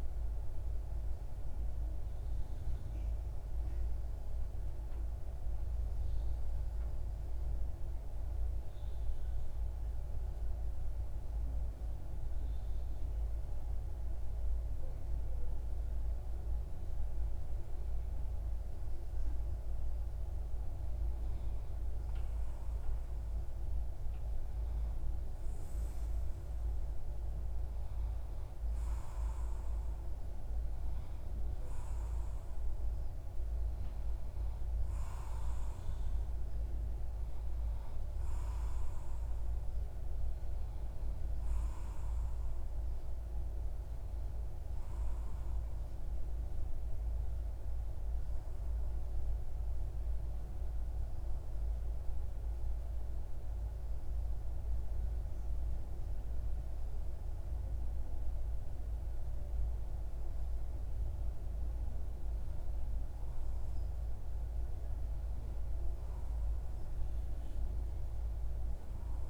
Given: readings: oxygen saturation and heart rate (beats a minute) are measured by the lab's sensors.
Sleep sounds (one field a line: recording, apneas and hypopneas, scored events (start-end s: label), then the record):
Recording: breathing in sleep, hard to hear, by a room microphone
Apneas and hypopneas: 2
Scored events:
5.00-18.50 s: obstructive apnea (oxygen 94% before, 93% lowest, heart rate 63 before, 52 extreme, up 9 after)
22.00-26.00 s: arousal
46.00-60.00 s: obstructive apnea (oxygen 96% before, 93% lowest, heart rate 61 before, 60 extreme, up 2 after)
62.00-66.00 s: arousal
From the record:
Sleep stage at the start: N2 (light sleep)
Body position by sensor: on the left side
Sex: male